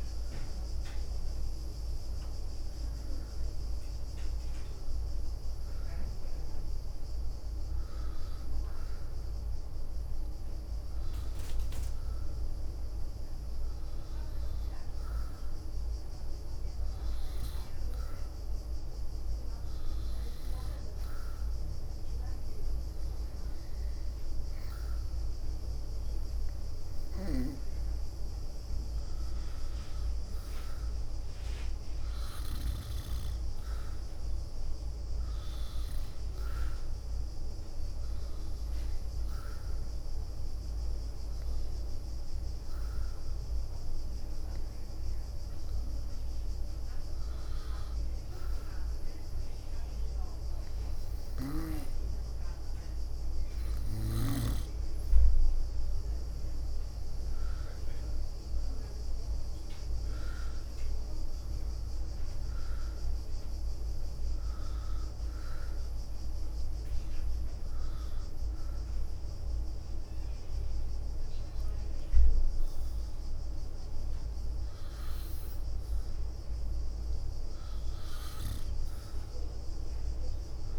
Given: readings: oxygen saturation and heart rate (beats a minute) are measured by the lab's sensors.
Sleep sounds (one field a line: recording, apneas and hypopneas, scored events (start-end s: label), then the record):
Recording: breathing in sleep, hard to hear, by a room microphone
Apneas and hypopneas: 3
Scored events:
0.00-2.50 s: leg movement (device-marked)
0.50-10.50 s: hypopnea (oxygen 96% before, 89% lowest, heart rate 71 before, 67 extreme, up 2 after)
11.00-13.00 s: leg movement (device-marked)
11.00-14.50 s: arousal
16.00-21.00 s: leg movement (device-marked)
22.00-30.00 s: leg movement (device-marked)
33.50-48.50 s: oxygen desaturation (device-marked, oxygen 94% before, 90% lowest, heart rate 70 before, 67 extreme)
41.50-52.50 s: hypopnea (oxygen 94% before, 88% lowest, heart rate 72 before, 67 extreme, up 9 after)
45.50-50.00 s: leg movement (device-marked)
53.50-64.00 s: leg movement (device-marked)
56.00-60.50 s: arousal
58.50-78.50 s: oxygen desaturation (device-marked, oxygen 93% before, 88% lowest, heart rate 70 before, 67 extreme)
65.50-76.50 s: hypopnea (oxygen 93% before, 88% lowest, heart rate 73 before, 67 extreme, up 6 after)
72.50-76.50 s: leg movement (device-marked)
From the record:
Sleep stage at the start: N2 (light sleep)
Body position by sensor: on the back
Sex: female